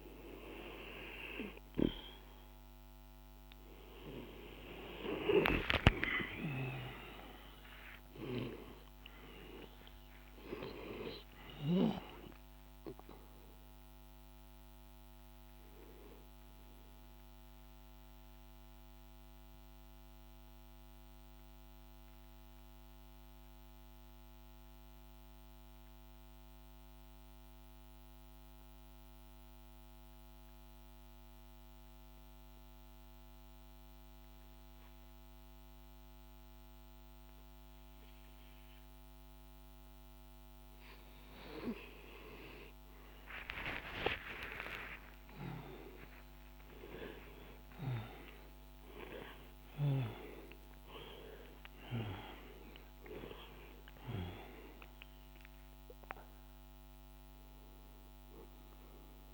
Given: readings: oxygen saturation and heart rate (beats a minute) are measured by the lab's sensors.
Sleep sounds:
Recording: breathing in sleep by a microphone on the trachea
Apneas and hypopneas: 1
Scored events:
0.00-27.00 s: oxygen desaturation (device-marked, oxygen 97% before, 91% lowest, heart rate 52 before, 50 extreme)
4.00-10.00 s: arousal
16.50-40.50 s: mixed apnea (oxygen 97% before, 91% lowest, heart rate 66 before, 50 extreme)
43.00-48.50 s: arousal
43.00-59.34 s: oxygen desaturation (device-marked, oxygen 98% before, 92% lowest, heart rate 51 before, 48 extreme)
From the record:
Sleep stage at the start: N2 (light sleep)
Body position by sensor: on the back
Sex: male

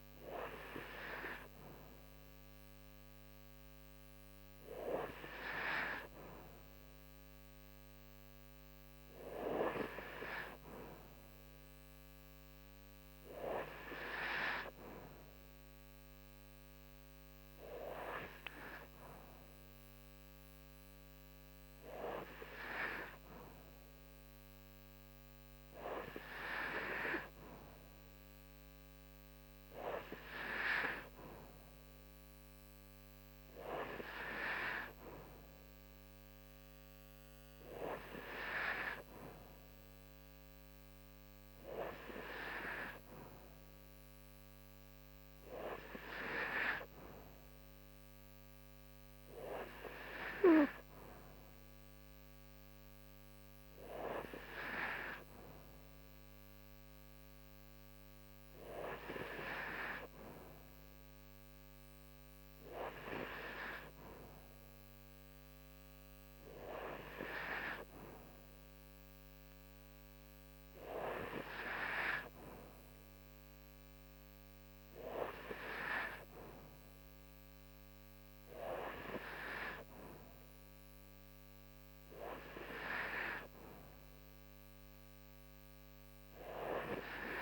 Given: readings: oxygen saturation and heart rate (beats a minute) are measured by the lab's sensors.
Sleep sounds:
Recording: breathing in sleep by a microphone on the trachea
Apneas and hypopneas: none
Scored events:
none scored
From the record:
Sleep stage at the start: N2 (light sleep)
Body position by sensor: on the right side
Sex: female

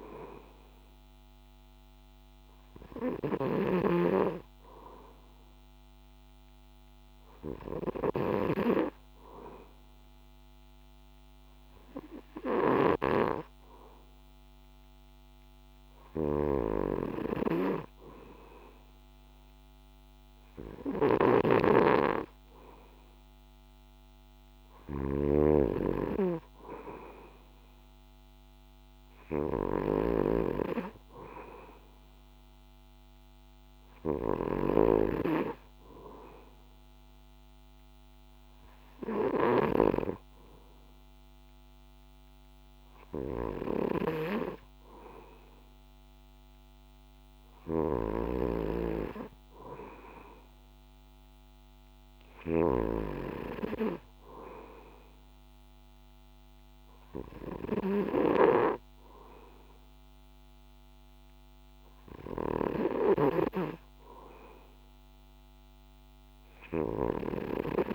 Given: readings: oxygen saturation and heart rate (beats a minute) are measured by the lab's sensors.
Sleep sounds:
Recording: breathing in sleep by a microphone on the trachea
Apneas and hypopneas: none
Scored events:
0.00-4.00 s: snoring (device-marked)
12.50-67.95 s: snoring (device-marked)
From the record:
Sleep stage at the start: N2 (light sleep)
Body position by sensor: on the back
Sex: male

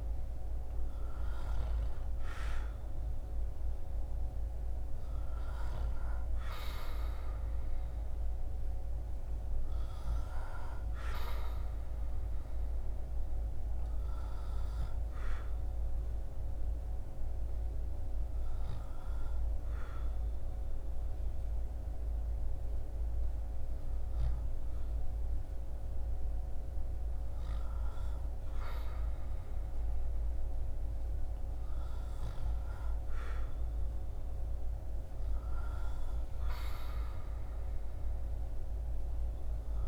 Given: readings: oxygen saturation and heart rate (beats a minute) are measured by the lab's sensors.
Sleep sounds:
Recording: breathing in sleep, hard to hear, by a room microphone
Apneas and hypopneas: 1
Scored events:
6.50-12.50 s: arousal
16.50-28.50 s: hypopnea (oxygen 97% before, 96% lowest, heart rate 76 before, 73 extreme, up 4 after)
30.00-34.50 s: arousal
From the record:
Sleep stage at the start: N2 (light sleep)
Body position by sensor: on the back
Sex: male

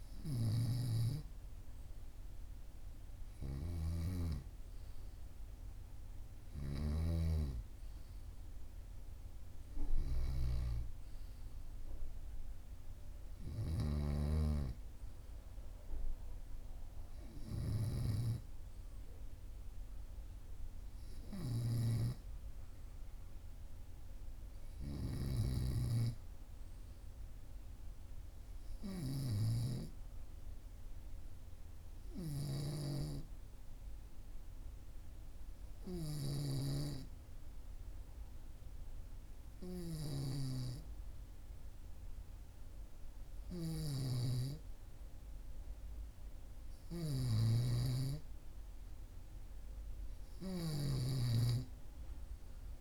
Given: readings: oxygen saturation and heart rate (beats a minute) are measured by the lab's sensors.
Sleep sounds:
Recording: breathing in sleep by a room microphone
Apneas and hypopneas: 1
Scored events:
3.50-7.00 s: snoring (device-marked)
33.00-44.50 s: obstructive apnea (oxygen 98% before, 95% lowest, heart rate 44 before, 43 extreme, up 2 after)
47.00-50.00 s: arousal
47.50-52.81 s: snoring (device-marked)
From the record:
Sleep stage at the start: N2 (light sleep)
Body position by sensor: on the right side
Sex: male

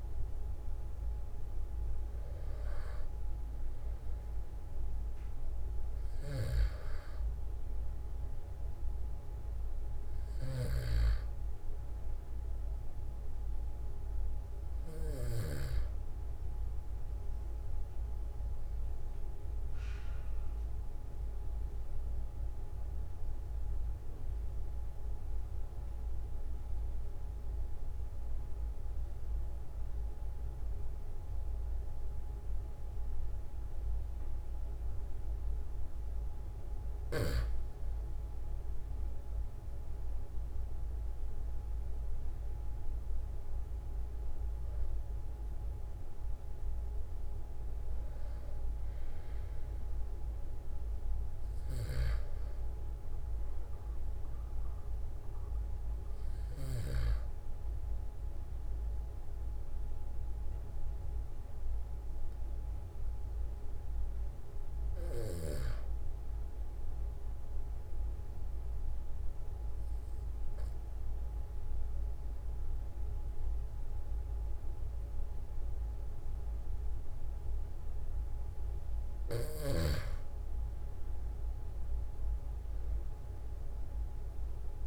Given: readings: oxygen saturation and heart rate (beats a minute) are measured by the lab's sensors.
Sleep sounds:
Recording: breathing in sleep by a room microphone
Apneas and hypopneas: 2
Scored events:
0.00-1.00 s: arousal
6.00-15.50 s: snoring (device-marked)
18.50-36.50 s: mixed apnea (oxygen 96% before, 91% lowest, heart rate 44 before, 42 extreme, up 4 after)
38.50-44.00 s: arousal
45.00-71.00 s: oxygen desaturation (device-marked, oxygen 96% before, 91% lowest, heart rate 46 before, 42 extreme)
51.50-57.00 s: snoring (device-marked)
67.00-80.50 s: obstructive apnea (oxygen 95% before, 92% lowest, heart rate 43 before, 43 extreme, up 3 after)
82.50-84.87 s: arousal
From the record:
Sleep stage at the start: N2 (light sleep)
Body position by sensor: on the back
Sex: male

